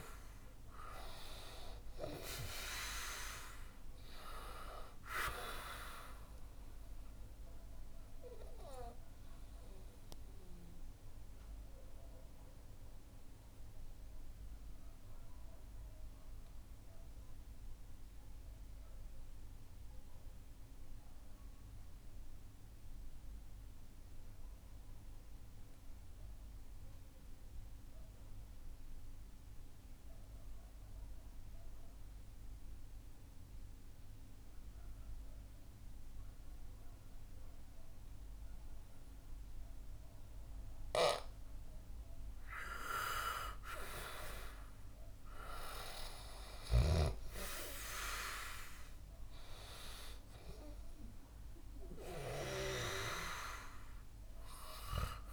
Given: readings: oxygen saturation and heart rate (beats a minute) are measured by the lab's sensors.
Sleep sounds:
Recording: breathing in sleep by a room microphone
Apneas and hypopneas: 1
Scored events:
0.00-26.00 s: oxygen desaturation (device-marked, oxygen 90% lowest, heart rate 57 extreme)
9.00-40.00 s: obstructive apnea (oxygen 98% before, 89% lowest, heart rate 67 before, 57 extreme, up 6 after)
44.00-49.00 s: arousal
46.00-55.33 s: oxygen desaturation (device-marked, oxygen 96% before, 89% lowest, heart rate 63 before, 58 extreme)
From the record:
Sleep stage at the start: N2 (light sleep)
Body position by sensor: on the back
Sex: male

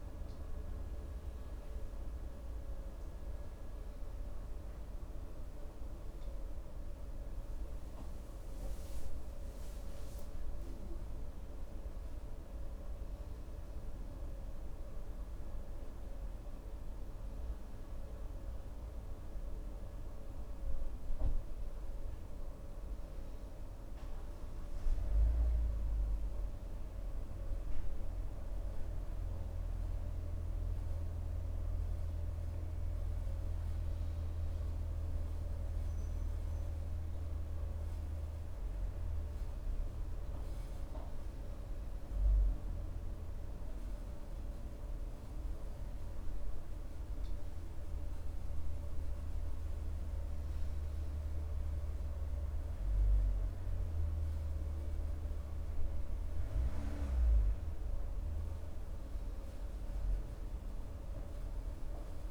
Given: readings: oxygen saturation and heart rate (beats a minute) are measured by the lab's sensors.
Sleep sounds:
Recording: breathing in sleep, hard to hear, by a room microphone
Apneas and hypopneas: none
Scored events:
none scored
From the record:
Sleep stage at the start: N2 (light sleep)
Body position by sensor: on the right side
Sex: male

